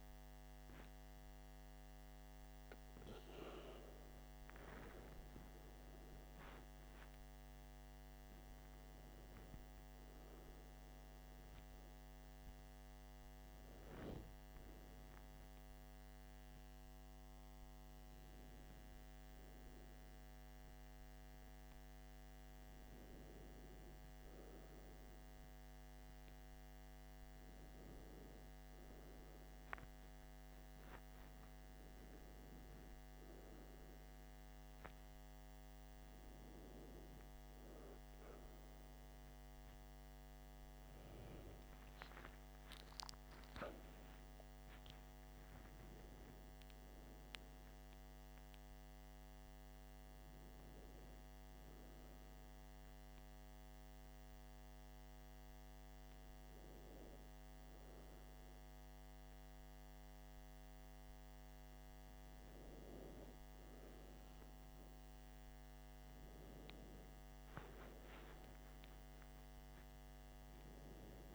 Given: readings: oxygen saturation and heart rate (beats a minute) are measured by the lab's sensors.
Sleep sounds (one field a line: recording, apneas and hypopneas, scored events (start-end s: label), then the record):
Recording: breathing in sleep, hard to hear, by a microphone on the trachea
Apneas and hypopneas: 1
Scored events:
2.00-62.00 s: new sleep stage, N1 (lightest sleep)
43.00-47.00 s: arousal
53.00-64.00 s: hypopnea (oxygen 96% before, 94% lowest, heart rate 61 before, 53 extreme, up 16 after)
62.00-71.35 s: new sleep stage, N2 (light sleep)
67.00-71.00 s: arousal
From the record:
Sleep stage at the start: N2 (light sleep)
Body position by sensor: on the back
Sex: male